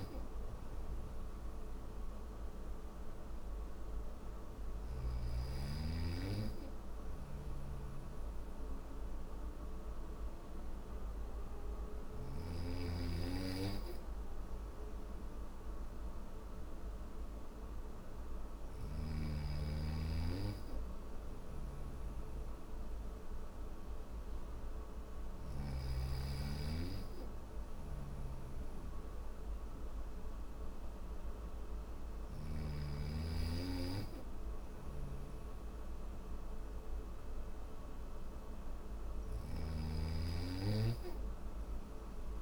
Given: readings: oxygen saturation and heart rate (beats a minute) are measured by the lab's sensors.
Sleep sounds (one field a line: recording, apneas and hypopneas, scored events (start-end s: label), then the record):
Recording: breathing in sleep by a room microphone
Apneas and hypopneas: none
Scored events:
0.00-4.00 s: snoring (device-marked)
6.00-11.50 s: snoring (device-marked)
17.50-25.00 s: snoring (device-marked)
27.00-31.50 s: snoring (device-marked)
33.50-38.50 s: snoring (device-marked)
From the record:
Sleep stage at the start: N3 (deep sleep)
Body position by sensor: on the back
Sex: male